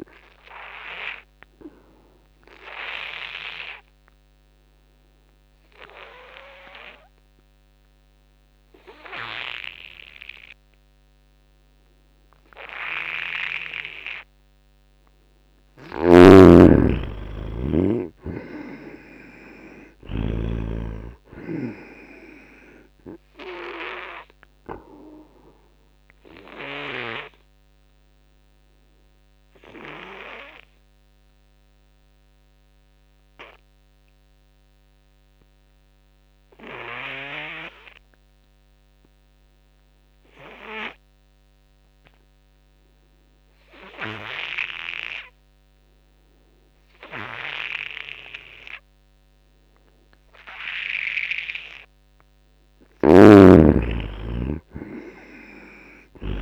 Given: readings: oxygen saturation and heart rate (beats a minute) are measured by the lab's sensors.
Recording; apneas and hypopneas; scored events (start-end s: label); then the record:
breathing in sleep by a microphone on the trachea; 2
1.50-14.00 s: obstructive apnea (oxygen 97% before, 77% lowest, heart rate 79 before, 69 extreme, up 0 after)
3.00-22.00 s: oxygen desaturation (device-marked, oxygen 93% before, 83% lowest, heart rate 78 before, 69 extreme)
16.00-20.50 s: snoring (device-marked)
17.00-20.50 s: arousal
25.00-52.00 s: obstructive apnea (oxygen 93% before, 77% lowest, heart rate 77 before, 65 extreme, up 14 after)
32.00-41.00 s: oxygen desaturation (device-marked, oxygen 91% before, 83% lowest, heart rate 79 before, 65 extreme)
46.00-56.42 s: oxygen desaturation (device-marked, oxygen 97% before, 77% lowest, heart rate 82 before, 65 extreme)
53.00-56.42 s: snoring (device-marked)
54.00-56.42 s: arousal
From the record:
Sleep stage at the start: N2 (light sleep); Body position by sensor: on the back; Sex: male